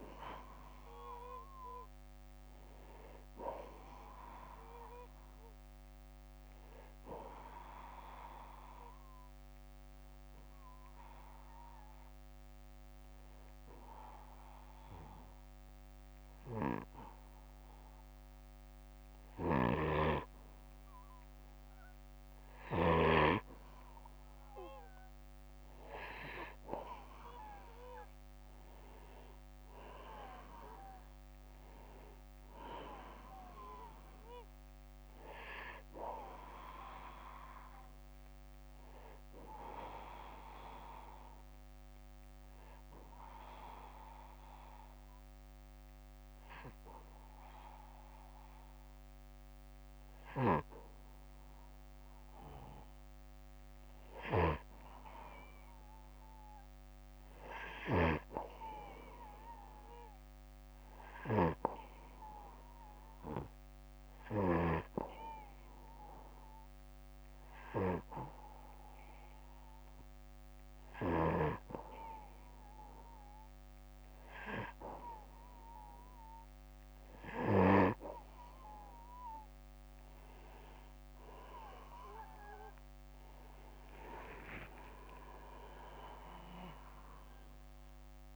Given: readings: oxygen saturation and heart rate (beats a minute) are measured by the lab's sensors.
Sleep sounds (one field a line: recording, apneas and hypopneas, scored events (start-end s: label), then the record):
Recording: breathing in sleep by a microphone on the trachea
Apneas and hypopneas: 3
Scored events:
8.00-20.00 s: obstructive apnea (oxygen 96% before, 93% lowest, heart rate 64 before, 62 extreme, up 7 after)
18.50-22.50 s: snoring (device-marked)
26.50-31.00 s: arousal
40.00-52.50 s: obstructive apnea (oxygen 96% before, 92% lowest, heart rate 69 before, 60 extreme, up 6 after)
49.50-64.00 s: snoring (device-marked)
55.00-57.50 s: arousal
61.00-73.50 s: hypopnea (oxygen 97% before, 91% lowest, heart rate 63 before, 60 extreme, up 4 after)
80.50-84.50 s: arousal
From the record:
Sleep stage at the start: N2 (light sleep)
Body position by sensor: on the back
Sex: male